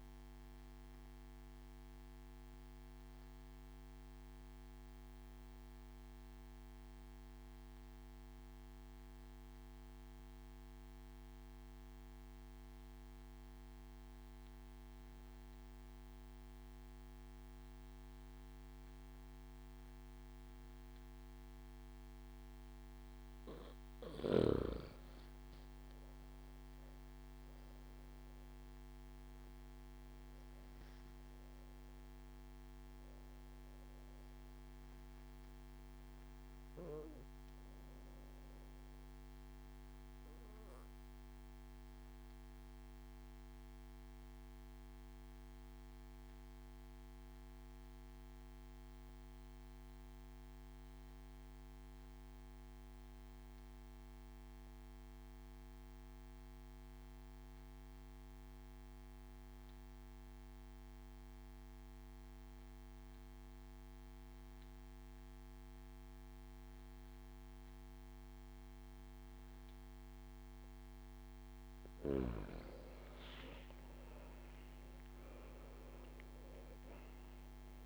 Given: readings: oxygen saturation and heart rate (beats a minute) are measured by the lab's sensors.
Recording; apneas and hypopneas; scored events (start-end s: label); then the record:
breathing in sleep, hard to hear, by a microphone on the trachea; 2
0.00-13.00 s: oxygen desaturation (device-marked, oxygen 92% lowest)
1.00-23.00 s: obstructive apnea (oxygen 98% before, 92% lowest)
24.50-27.00 s: arousal
40.00-71.00 s: obstructive apnea (oxygen 98% before, 92% lowest)
61.00-77.86 s: oxygen desaturation (device-marked, oxygen 98% before, 92% lowest)
73.50-77.00 s: arousal
From the record:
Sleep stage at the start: N2 (light sleep); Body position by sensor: on the back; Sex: male